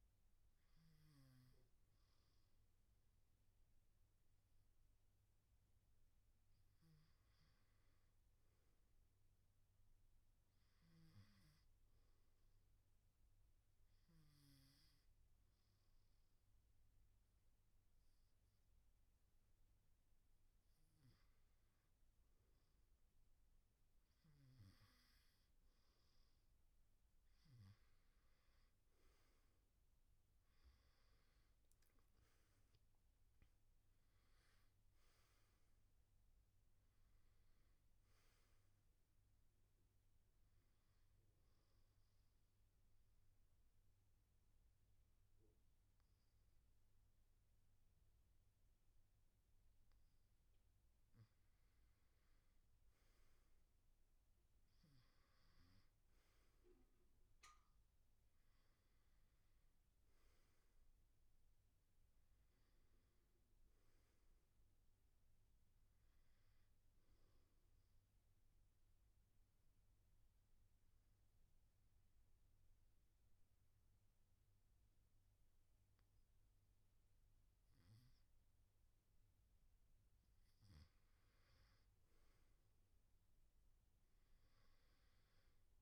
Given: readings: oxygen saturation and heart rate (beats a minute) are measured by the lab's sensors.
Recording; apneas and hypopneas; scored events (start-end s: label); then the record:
breathing in sleep, hard to hear, by a room microphone; 3
0.00-9.50 s: oxygen desaturation (device-marked, oxygen 91% lowest, heart rate 65 extreme)
11.00-24.50 s: hypopnea (oxygen 97% before, 90% lowest, heart rate 68 before, 64 extreme, up 5 after)
30.50-47.50 s: oxygen desaturation (device-marked, oxygen 95% before, 90% lowest, heart rate 70 before, 64 extreme)
31.00-35.00 s: arousal
41.00-52.00 s: obstructive apnea (oxygen 96% before, 89% lowest, heart rate 73 before, 62 extreme, up 5 after)
58.00-62.50 s: arousal
59.50-72.50 s: oxygen desaturation (device-marked, oxygen 97% before, 91% lowest, heart rate 68 before, 62 extreme)
67.50-78.50 s: obstructive apnea (oxygen 97% before, 89% lowest, heart rate 68 before, 62 extreme, up 6 after)
84.00-85.82 s: arousal
84.50-85.82 s: oxygen desaturation (device-marked, oxygen 97% before, 89% lowest, heart rate 66 before, 66 extreme)
From the record:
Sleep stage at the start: N2 (light sleep); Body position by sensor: on the back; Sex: male